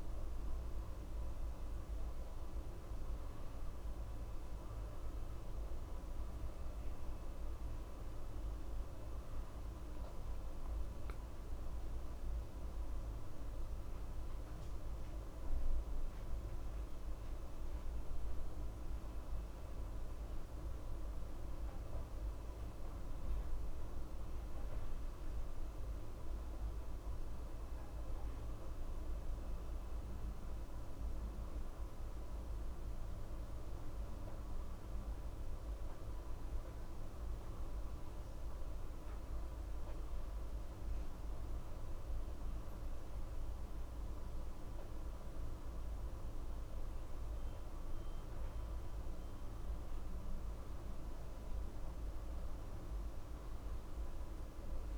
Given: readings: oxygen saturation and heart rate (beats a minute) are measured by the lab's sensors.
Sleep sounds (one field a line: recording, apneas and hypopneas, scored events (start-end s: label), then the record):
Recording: a person awake in a sleep study, hard to hear, by a room microphone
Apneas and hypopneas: none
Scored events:
none scored
From the record:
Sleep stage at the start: awake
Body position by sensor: on the back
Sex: male